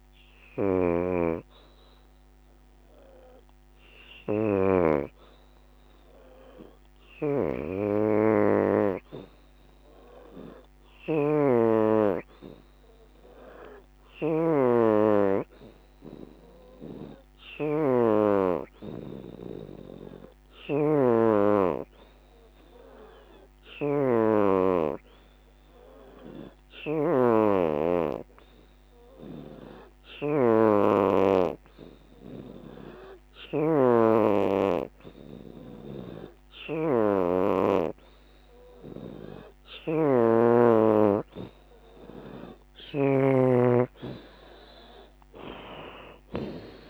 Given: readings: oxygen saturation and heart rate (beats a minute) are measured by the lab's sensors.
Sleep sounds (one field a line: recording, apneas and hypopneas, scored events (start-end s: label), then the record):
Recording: breathing in sleep by a microphone on the trachea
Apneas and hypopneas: 1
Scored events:
0.00-11.00 s: oxygen desaturation (device-marked, oxygen 87% lowest, heart rate 74 extreme)
3.00-40.50 s: obstructive apnea (oxygen 93% before, 83% lowest, heart rate 78 before, 74 extreme, up 9 after)
17.00-46.90 s: oxygen desaturation (device-marked, oxygen 91% before, 84% lowest, heart rate 79 before, 76 extreme)
43.50-46.90 s: arousal
From the record:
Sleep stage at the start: N2 (light sleep)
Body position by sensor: on the back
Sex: female